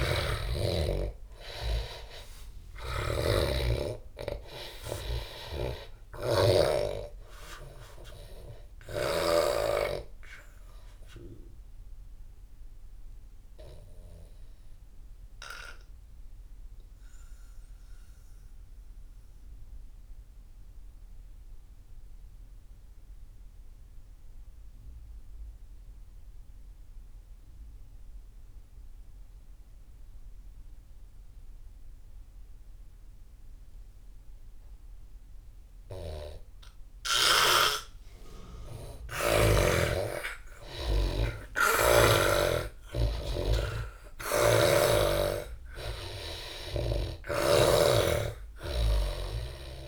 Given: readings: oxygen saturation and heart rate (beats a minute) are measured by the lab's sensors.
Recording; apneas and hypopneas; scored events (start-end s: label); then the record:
breathing in sleep by a room microphone; 1
0.00-1.50 s: arousal
0.00-16.50 s: oxygen desaturation (device-marked, oxygen 81% lowest)
5.00-9.50 s: snoring (device-marked)
10.00-38.00 s: obstructive apnea (oxygen 99% before, 81% lowest)
36.50-49.88 s: oxygen desaturation (device-marked, oxygen 98% before, 83% lowest)
39.00-42.50 s: arousal
47.00-49.88 s: snoring (device-marked)
From the record:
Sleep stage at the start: N2 (light sleep); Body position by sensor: on the back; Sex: male